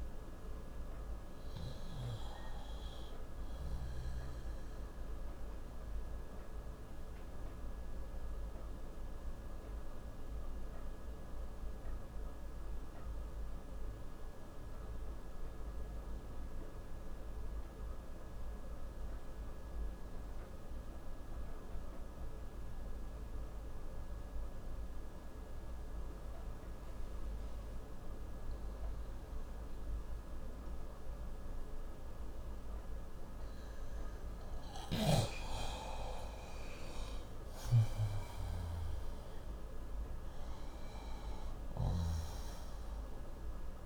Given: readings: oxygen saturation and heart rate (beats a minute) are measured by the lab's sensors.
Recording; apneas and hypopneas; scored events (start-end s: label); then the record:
breathing in sleep, hard to hear, by a room microphone; 1
0.00-12.00 s: oxygen desaturation (device-marked, oxygen 91% lowest, heart rate 57 extreme)
4.50-34.00 s: obstructive apnea (oxygen 97% before, 90% lowest, heart rate 65 before, 56 extreme, up 28 after)
31.00-43.86 s: oxygen desaturation (device-marked, oxygen 97% before, 93% lowest, heart rate 59 before, 56 extreme)
36.00-40.00 s: arousal
From the record:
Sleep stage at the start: N2 (light sleep); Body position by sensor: on the left side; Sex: male